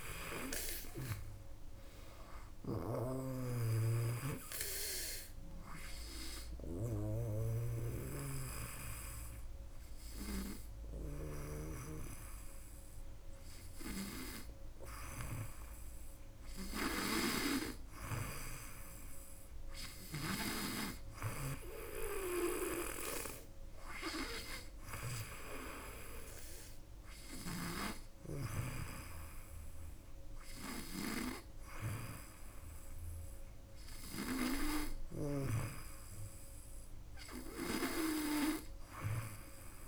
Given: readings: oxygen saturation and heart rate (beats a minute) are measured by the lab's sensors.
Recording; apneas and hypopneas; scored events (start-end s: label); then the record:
breathing in sleep by a room microphone; 1
0.00-1.00 s: snoring (device-marked)
3.00-11.00 s: snoring (device-marked)
4.00-15.50 s: hypopnea (oxygen 99% before, 94% lowest, heart rate 80 before, 77 extreme, up 5 after)
4.00-18.00 s: oxygen desaturation (device-marked, oxygen 98% before, 94% lowest, heart rate 80 before, 77 extreme)
19.00-23.00 s: arousal
34.50-39.88 s: snoring (device-marked)
From the record:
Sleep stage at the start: N2 (light sleep); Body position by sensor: on the back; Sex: female